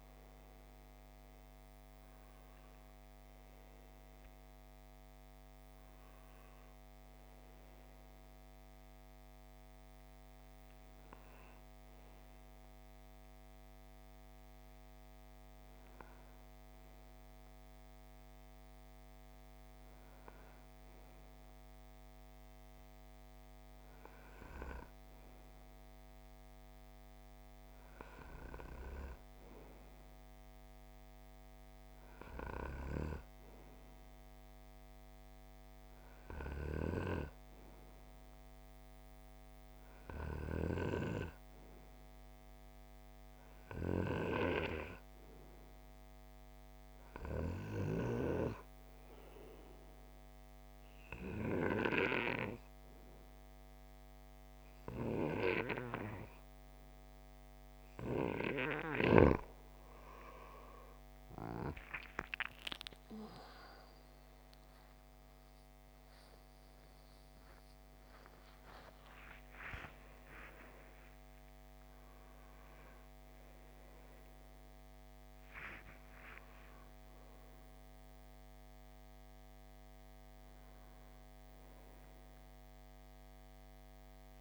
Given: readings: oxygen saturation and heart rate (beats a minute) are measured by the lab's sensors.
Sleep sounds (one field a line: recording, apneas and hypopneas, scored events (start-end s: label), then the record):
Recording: breathing in sleep by a microphone on the trachea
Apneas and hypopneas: 1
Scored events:
3.00-16.00 s: oxygen desaturation (device-marked, oxygen 96% before, 91% lowest, heart rate 64 before, 52 extreme)
37.00-84.41 s: oxygen desaturation (device-marked, oxygen 97% before, 91% lowest, heart rate 54 before, 50 extreme)
44.50-57.50 s: obstructive apnea (oxygen 97% before, 91% lowest, heart rate 56 before, 58 extreme, up 8 after)
61.50-66.00 s: arousal
From the record:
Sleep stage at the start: N2 (light sleep)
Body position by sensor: on the right side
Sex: male